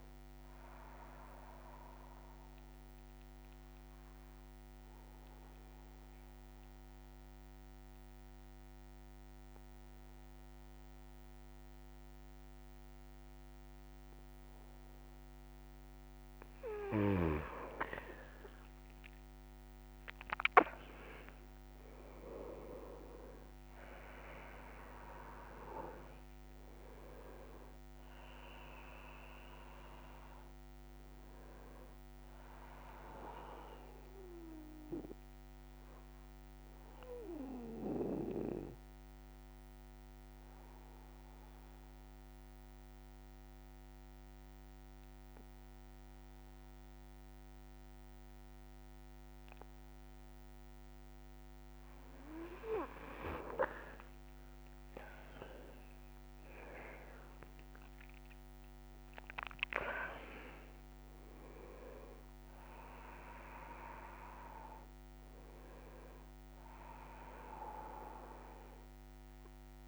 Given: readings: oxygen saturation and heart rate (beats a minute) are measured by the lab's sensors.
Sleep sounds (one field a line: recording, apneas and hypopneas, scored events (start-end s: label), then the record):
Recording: breathing in sleep by a microphone on the trachea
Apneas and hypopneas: 2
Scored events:
0.00-7.50 s: oxygen desaturation (device-marked, oxygen 95% lowest, heart rate 60 extreme)
1.00-16.00 s: obstructive apnea (oxygen 98% before, 92% lowest, heart rate 71 before, 60 extreme, up 10 after)
23.50-46.50 s: oxygen desaturation (device-marked, oxygen 98% before, 92% lowest, heart rate 64 before, 59 extreme)
34.00-52.00 s: obstructive apnea (oxygen 98% before, 92% lowest, heart rate 66 before, 58 extreme, up 7 after)
61.50-69.88 s: oxygen desaturation (device-marked, oxygen 98% before, 93% lowest, heart rate 66 before, 58 extreme)
From the record:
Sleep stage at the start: N3 (deep sleep)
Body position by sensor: on the back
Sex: male